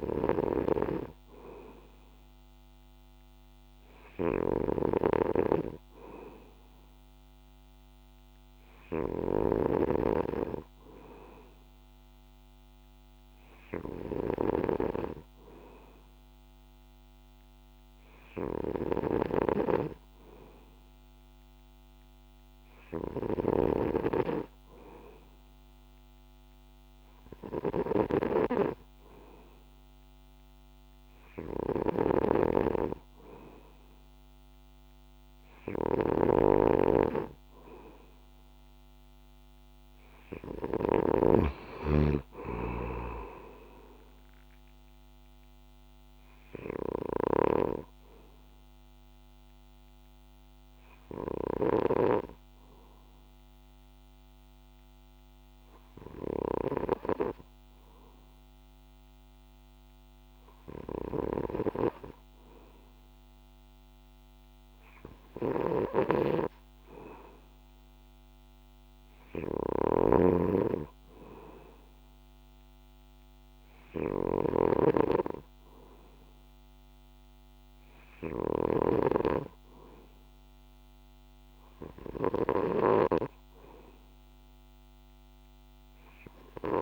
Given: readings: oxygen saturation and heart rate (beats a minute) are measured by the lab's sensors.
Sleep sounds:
breathing in sleep by a microphone on the trachea; 1
0.00-41.50 s: snoring (device-marked)
40.00-42.50 s: arousal
45.50-63.00 s: hypopnea (oxygen 94% before, 92% lowest, heart rate 66 before, 63 extreme, up 3 after)
47.50-83.00 s: snoring (device-marked)
65.00-68.00 s: arousal
From the record:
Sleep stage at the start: N2 (light sleep); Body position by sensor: on the back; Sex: male

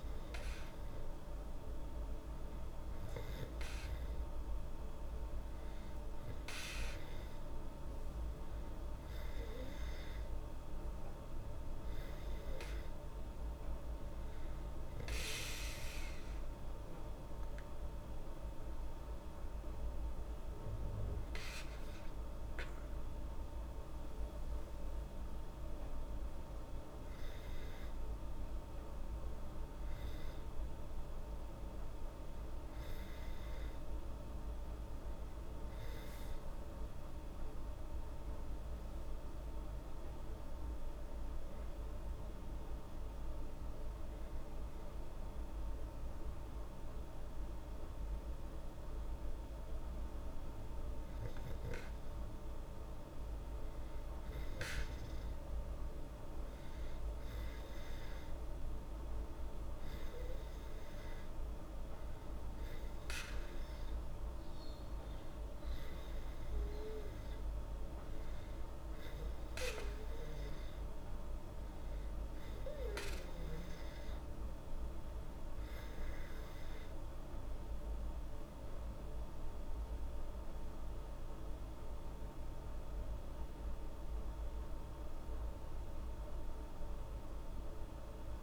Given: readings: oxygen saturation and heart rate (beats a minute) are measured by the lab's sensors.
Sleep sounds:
breathing in sleep, hard to hear, by a room microphone; none
none scored
From the record:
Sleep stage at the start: N2 (light sleep); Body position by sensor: on the back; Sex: female

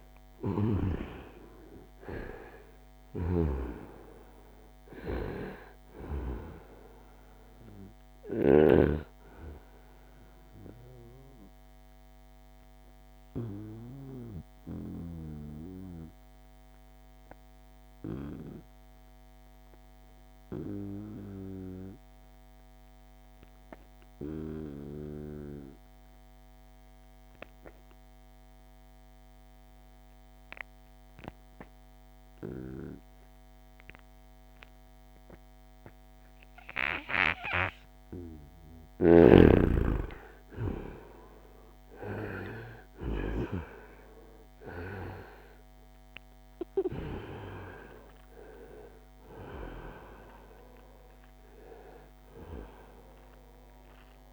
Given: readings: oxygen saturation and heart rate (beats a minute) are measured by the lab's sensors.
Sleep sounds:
breathing in sleep by a microphone on the trachea; 1
0.00-2.00 s: arousal
0.00-19.00 s: oxygen desaturation (device-marked, oxygen 88% lowest, heart rate 64 extreme)
2.00-5.50 s: snoring (device-marked)
11.50-37.00 s: obstructive apnea (oxygen 97% before, 88% lowest, heart rate 72 before, 64 extreme, up 7 after)
36.00-54.33 s: oxygen desaturation (device-marked, oxygen 97% before, 89% lowest, heart rate 66 before, 65 extreme)
38.00-43.00 s: arousal
From the record:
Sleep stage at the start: N2 (light sleep); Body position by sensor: on the right side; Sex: male

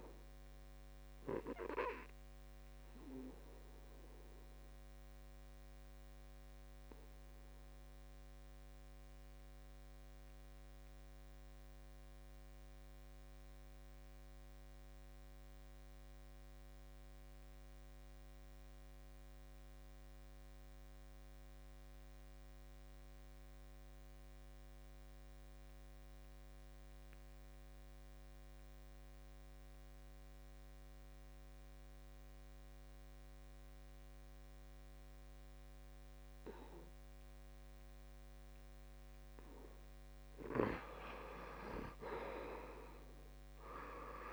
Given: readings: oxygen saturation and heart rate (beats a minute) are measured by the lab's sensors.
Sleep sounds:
breathing in sleep by a microphone on the trachea; 1
0.00-16.50 s: oxygen desaturation (device-marked, oxygen 77% lowest, heart rate 67 extreme)
2.50-38.00 s: obstructive apnea (oxygen 95% before, 77% lowest, heart rate 74 before, 66 extreme, up 6 after)
15.50-17.50 s: long interval between heartbeats (device-marked, heart rate 72 before, 69 extreme)
28.50-44.33 s: oxygen desaturation (device-marked, oxygen 97% before, 77% lowest, heart rate 70 before, 64 extreme)
41.00-44.33 s: arousal
From the record:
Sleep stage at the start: N2 (light sleep); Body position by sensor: on the back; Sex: male

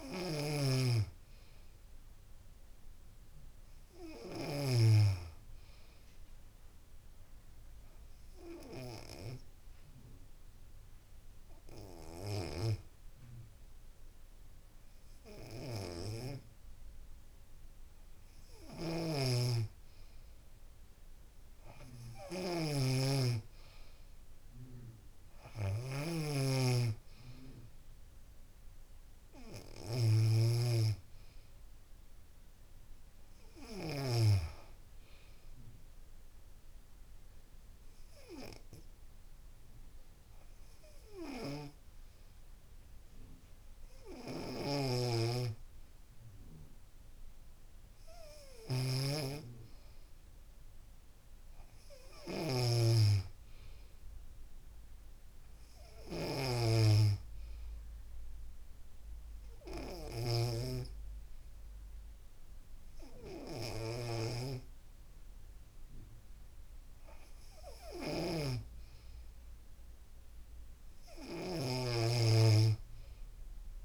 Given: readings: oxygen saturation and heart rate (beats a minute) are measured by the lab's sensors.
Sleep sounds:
breathing in sleep by a room microphone; 2
7.50-19.00 s: hypopnea (oxygen 98% before, 94% lowest, heart rate 76 before, 66 extreme, up 14 after)
22.50-27.50 s: arousal
25.00-27.00 s: long interval between heartbeats (device-marked, heart rate 67 before, 79 extreme)
36.50-50.00 s: hypopnea (oxygen 97% before, 94% lowest, heart rate 71 before, 68 extreme, up 1 after)
52.50-57.00 s: arousal
From the record:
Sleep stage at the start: N2 (light sleep); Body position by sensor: on the back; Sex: female

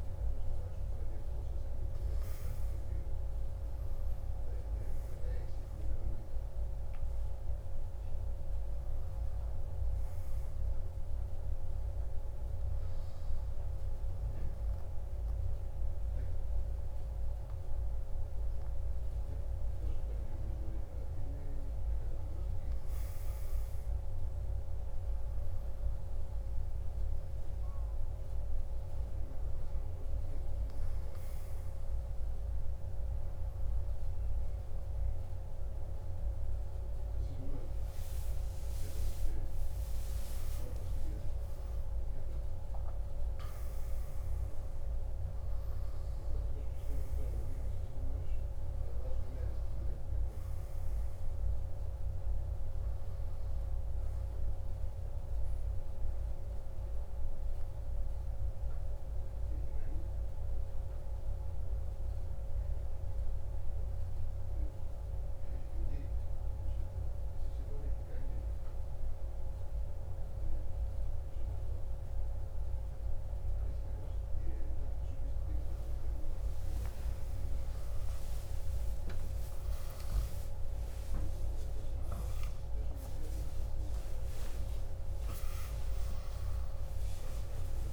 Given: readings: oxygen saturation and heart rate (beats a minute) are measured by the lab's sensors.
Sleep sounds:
a person partly awake in a sleep study, hard to hear, by a room microphone; 1
23.00-87.93 s: new sleep stage, N1 (lightest sleep)
38.50-43.50 s: arousal
59.00-74.00 s: hypopnea (oxygen 99% before, 98% lowest, heart rate 63 before, 52 extreme, up 13 after)
76.50-82.00 s: arousal
From the record:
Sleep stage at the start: awake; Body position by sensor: on the back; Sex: male

